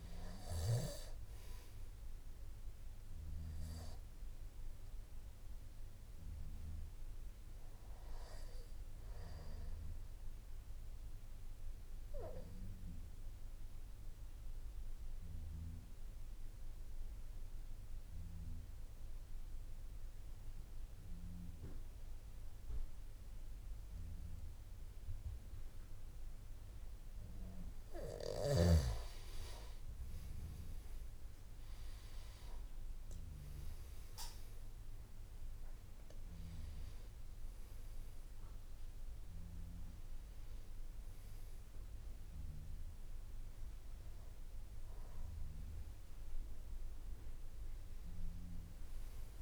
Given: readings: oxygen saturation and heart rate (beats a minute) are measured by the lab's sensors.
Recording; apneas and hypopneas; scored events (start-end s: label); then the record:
breathing in sleep by a room microphone; 1
7.50-19.50 s: oxygen desaturation (device-marked, oxygen 97% before, 92% lowest, heart rate 56 before, 52 extreme)
9.50-28.00 s: obstructive apnea (oxygen 98% before, 90% lowest, heart rate 56 before, 52 extreme, up 12 after)
33.50-49.41 s: oxygen desaturation (device-marked, oxygen 97% before, 90% lowest, heart rate 54 before, 53 extreme)
From the record:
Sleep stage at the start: N2 (light sleep); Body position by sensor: on the back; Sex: male